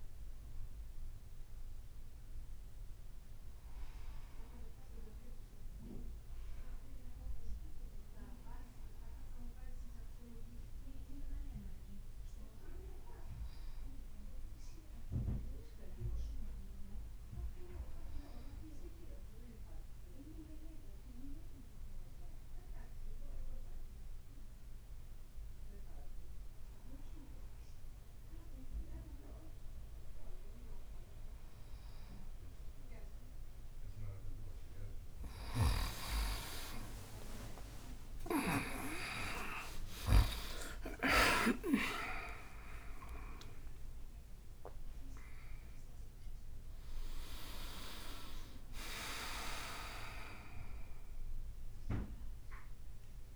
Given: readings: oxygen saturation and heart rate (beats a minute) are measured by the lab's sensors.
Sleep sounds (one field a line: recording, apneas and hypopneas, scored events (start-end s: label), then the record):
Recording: a person partly awake in a sleep study, by a room microphone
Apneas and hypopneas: 1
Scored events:
0.00-3.00 s: arousal
19.50-32.00 s: hypopnea (oxygen 94% before, 91% lowest, heart rate 61 before, 63 extreme, up 16 after)
35.00-40.00 s: snoring (device-marked)
35.00-53.36 s: new sleep stage, awake
38.50-40.50 s: long interval between heartbeats (device-marked, heart rate 64 before, 75 extreme)
46.50-48.50 s: leg movement (device-marked)
From the record:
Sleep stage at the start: REM sleep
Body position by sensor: on the back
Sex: male